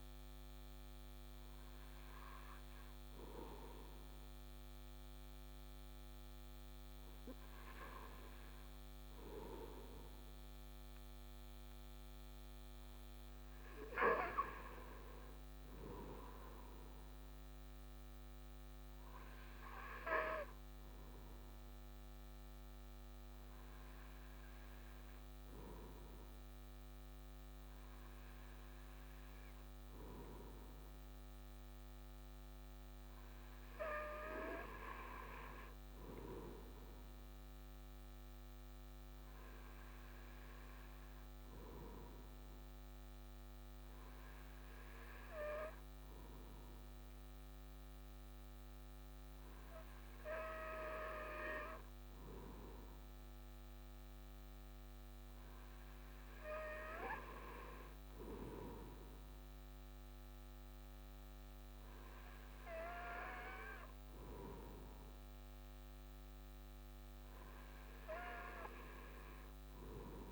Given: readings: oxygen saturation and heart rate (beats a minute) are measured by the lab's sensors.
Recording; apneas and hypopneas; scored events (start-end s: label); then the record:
breathing in sleep by a microphone on the trachea; none
none scored
From the record:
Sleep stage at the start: N2 (light sleep); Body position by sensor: on the right side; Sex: male